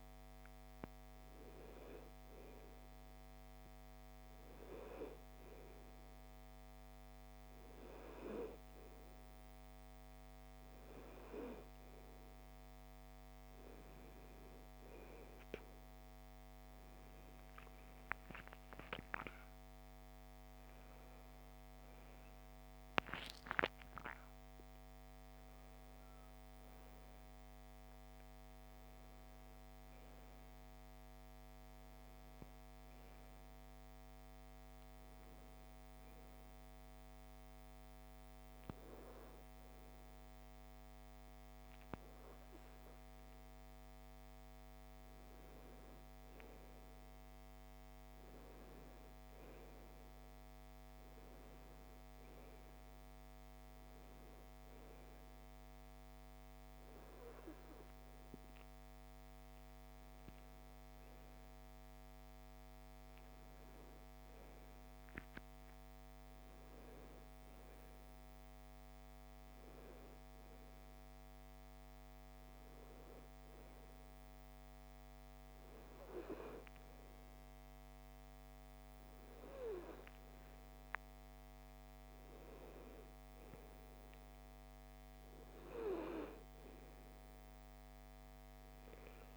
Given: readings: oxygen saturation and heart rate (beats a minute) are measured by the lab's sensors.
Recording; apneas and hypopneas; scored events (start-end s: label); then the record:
breathing in sleep by a microphone on the trachea; none
19.50-25.00 s: arousal
23.00-35.00 s: oxygen desaturation (device-marked, oxygen 96% before, 93% lowest, heart rate 178 before, 110 extreme)
From the record:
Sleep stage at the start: N2 (light sleep); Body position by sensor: on the right side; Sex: female